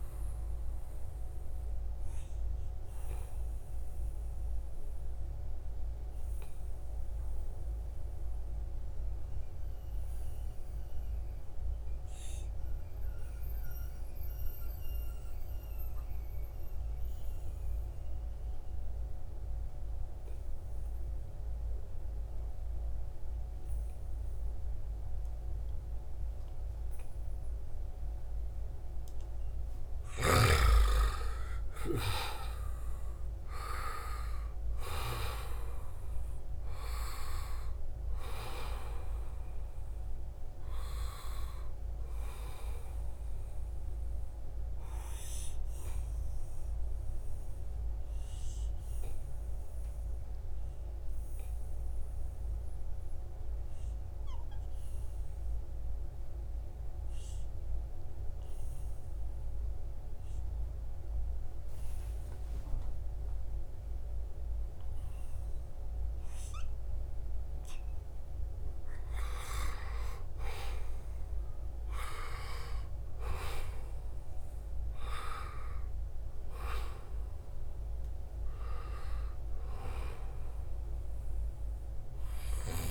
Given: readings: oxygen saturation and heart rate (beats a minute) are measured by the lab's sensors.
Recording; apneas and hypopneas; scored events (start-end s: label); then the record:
breathing in sleep by a room microphone; 2
0.00-11.00 s: oxygen desaturation (device-marked, oxygen 89% lowest, heart rate 67 extreme)
1.00-30.00 s: obstructive apnea (oxygen 96% before, 89% lowest, heart rate 76 before, 67 extreme, up 7 after)
27.00-56.00 s: oxygen desaturation (device-marked, oxygen 97% before, 89% lowest, heart rate 71 before, 69 extreme)
31.00-35.50 s: arousal
43.50-68.00 s: obstructive apnea (oxygen 97% before, 89% lowest, heart rate 72 before, 70 extreme, up 2 after)
69.00-74.00 s: arousal
77.00-82.91 s: oxygen desaturation (device-marked, oxygen 96% before, 91% lowest, heart rate 72 before, 73 extreme)
From the record:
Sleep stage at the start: N2 (light sleep); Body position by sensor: on the right side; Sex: male